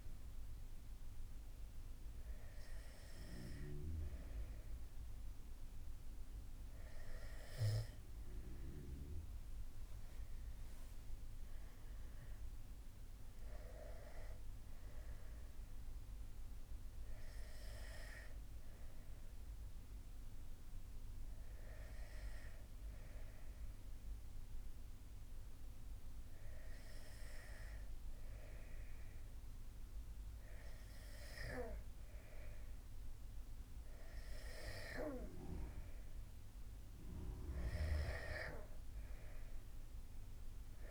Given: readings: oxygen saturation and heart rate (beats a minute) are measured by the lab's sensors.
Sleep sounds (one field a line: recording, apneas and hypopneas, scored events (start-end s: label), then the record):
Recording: breathing in sleep by a room microphone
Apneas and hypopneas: none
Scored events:
none scored
From the record:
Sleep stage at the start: N2 (light sleep)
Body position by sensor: on the back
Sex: male